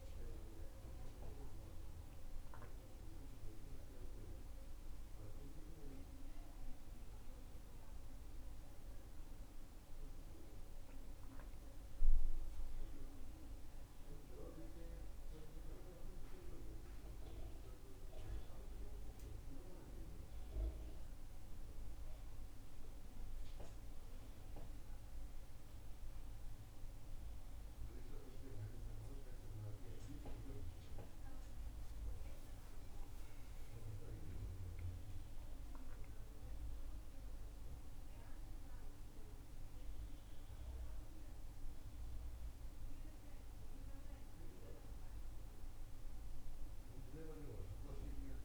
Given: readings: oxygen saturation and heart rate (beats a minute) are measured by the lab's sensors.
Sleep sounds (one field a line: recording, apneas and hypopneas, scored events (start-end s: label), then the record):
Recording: breathing in sleep by a room microphone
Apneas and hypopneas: none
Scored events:
6.00-48.45 s: new sleep stage, N2 (light sleep)
From the record:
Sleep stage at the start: N1 (lightest sleep)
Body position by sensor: on the back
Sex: male